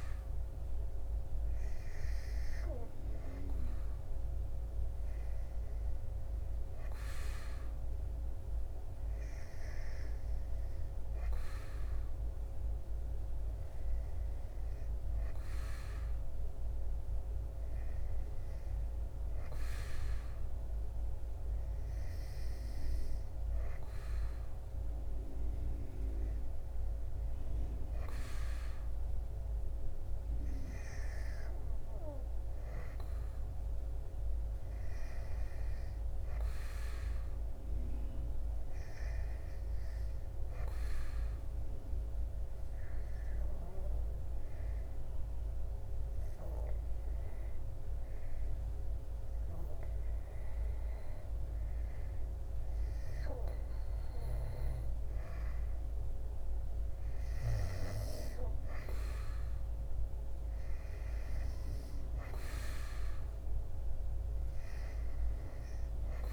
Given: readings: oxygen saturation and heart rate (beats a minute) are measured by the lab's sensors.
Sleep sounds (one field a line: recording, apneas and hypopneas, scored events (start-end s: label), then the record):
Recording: breathing in sleep, hard to hear, by a room microphone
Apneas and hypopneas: 1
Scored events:
0.00-7.50 s: oxygen desaturation (device-marked, oxygen 90% lowest, heart rate 79 extreme)
41.00-53.50 s: obstructive apnea (oxygen 96% before, 91% lowest, heart rate 80 before, 77 extreme, up 7 after)
57.00-61.00 s: arousal
61.50-66.33 s: oxygen desaturation (device-marked, oxygen 95% before, 91% lowest, heart rate 79 before, 78 extreme)
From the record:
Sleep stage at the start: N2 (light sleep)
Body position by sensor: on the back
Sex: male